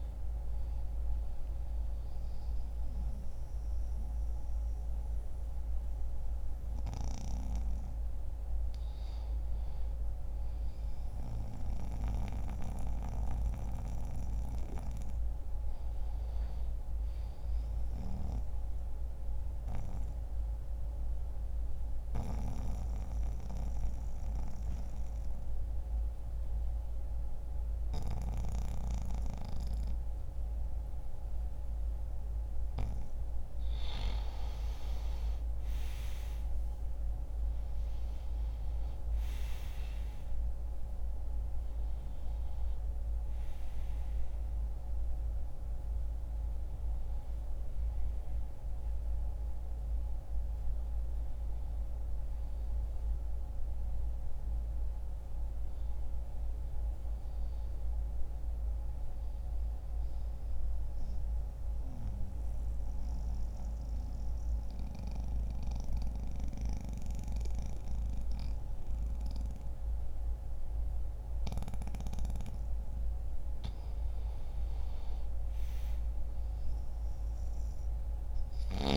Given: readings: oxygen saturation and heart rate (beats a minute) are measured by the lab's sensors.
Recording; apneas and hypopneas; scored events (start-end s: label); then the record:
breathing in sleep by a room microphone; 2
0.00-11.00 s: oxygen desaturation (device-marked, oxygen 90% lowest, heart rate 63 extreme)
4.00-78.97 s: new sleep stage, N2 (light sleep)
18.50-32.00 s: obstructive apnea (oxygen 96% before, 89% lowest, heart rate 66 before, 62 extreme, up 2 after)
32.00-55.00 s: oxygen desaturation (device-marked, oxygen 95% before, 90% lowest, heart rate 64 before, 61 extreme)
34.50-40.00 s: arousal
58.00-72.50 s: mixed apnea (oxygen 95% before, 89% lowest, heart rate 63 before, 60 extreme, up 1 after)
75.00-78.97 s: arousal
From the record:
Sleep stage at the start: N1 (lightest sleep); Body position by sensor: on the back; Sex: male